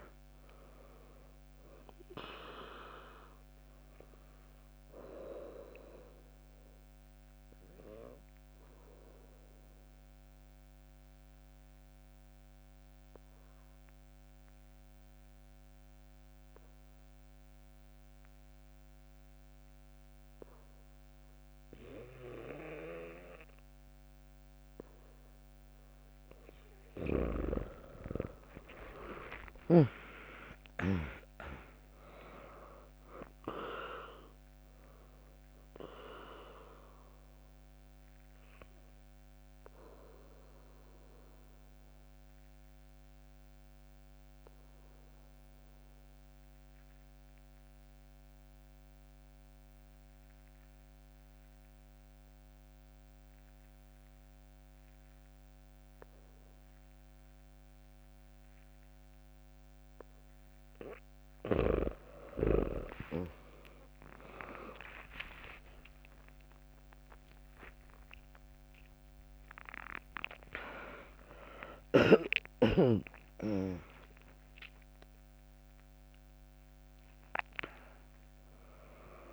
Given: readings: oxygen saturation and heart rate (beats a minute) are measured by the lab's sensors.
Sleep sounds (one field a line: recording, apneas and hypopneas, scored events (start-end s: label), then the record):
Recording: breathing in sleep by a microphone on the trachea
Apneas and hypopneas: 2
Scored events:
0.00-6.00 s: oxygen desaturation (device-marked, oxygen 96% lowest, heart rate 62 extreme)
0.00-10.00 s: drop in pulse transit time (device-marked, heart rate 64 extreme)
8.00-27.00 s: obstructive apnea (oxygen 100% before, 96% lowest, heart rate 69 before, 62 extreme, up 1 after)
28.50-33.00 s: arousal
31.00-46.00 s: drop in pulse transit time (device-marked, heart rate 74 before, 63 extreme)
37.50-60.50 s: obstructive apnea (oxygen 100% before, 96% lowest, heart rate 69 before, 58 extreme, up 6 after)
55.00-57.00 s: bradycardia (device-marked, heart rate 74 before, 64 extreme)
63.00-68.50 s: arousal
69.00-79.33 s: drop in pulse transit time (device-marked, heart rate 66 before, 68 extreme)
69.00-79.33 s: oxygen desaturation (device-marked, oxygen 100% before, 96% lowest, heart rate 66 before, 63 extreme)
From the record:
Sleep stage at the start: N2 (light sleep)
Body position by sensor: on the back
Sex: female